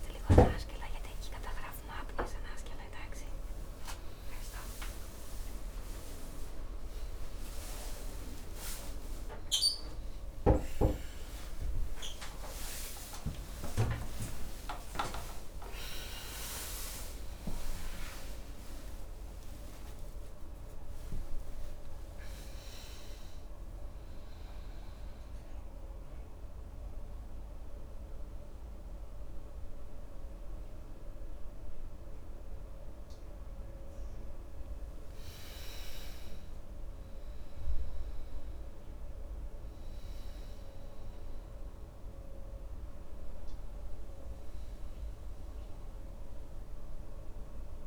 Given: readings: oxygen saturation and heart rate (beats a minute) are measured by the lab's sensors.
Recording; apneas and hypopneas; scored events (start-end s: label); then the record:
a person awake in a sleep study, by a room microphone; none
39.00-47.87 s: new sleep stage, N1 (lightest sleep)
From the record:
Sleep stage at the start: awake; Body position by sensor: on the right side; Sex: male